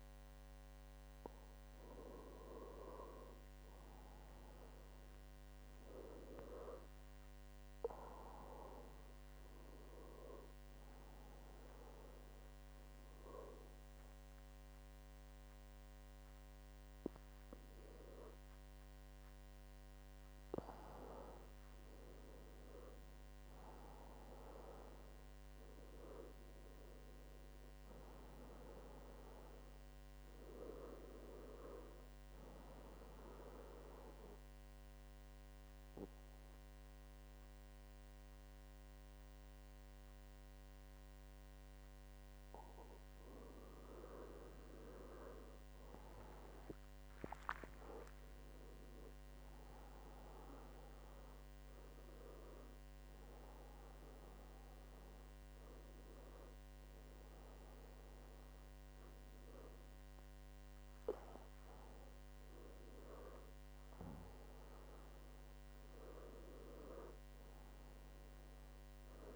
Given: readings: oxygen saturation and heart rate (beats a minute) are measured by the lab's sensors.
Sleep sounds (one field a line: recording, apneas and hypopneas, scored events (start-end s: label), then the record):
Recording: breathing in sleep by a microphone on the trachea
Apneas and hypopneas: 1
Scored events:
3.50-5.50 s: long interval between heartbeats (device-marked, heart rate 75 before, 72 extreme)
26.00-29.50 s: arousal
32.50-44.00 s: obstructive apnea (oxygen 96% before, 94% lowest, heart rate 79 before, 68 extreme, up 14 after)
47.50-51.50 s: arousal
From the record:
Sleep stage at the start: N2 (light sleep)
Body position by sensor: on the back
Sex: male